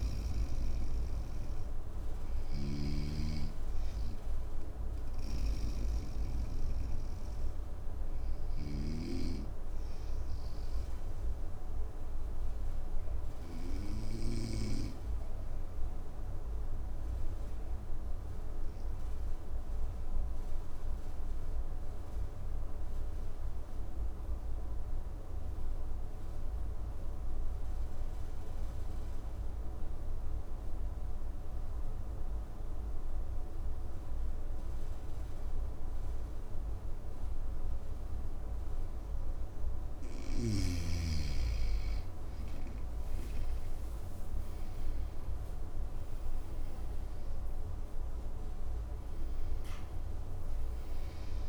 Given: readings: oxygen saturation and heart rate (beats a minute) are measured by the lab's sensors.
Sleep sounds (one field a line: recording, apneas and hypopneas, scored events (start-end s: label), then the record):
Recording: breathing in sleep by a room microphone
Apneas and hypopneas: 1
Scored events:
0.00-8.50 s: snoring (device-marked)
0.00-14.00 s: oxygen desaturation (device-marked, oxygen 92% lowest, heart rate 55 extreme)
9.00-37.50 s: obstructive apnea (oxygen 98% before, 91% lowest, heart rate 62 before, 55 extreme, up 9 after)
33.00-51.49 s: oxygen desaturation (device-marked, oxygen 98% before, 91% lowest, heart rate 55 before, 54 extreme)
41.00-45.50 s: arousal
From the record:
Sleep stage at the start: N2 (light sleep)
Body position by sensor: on the right side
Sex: male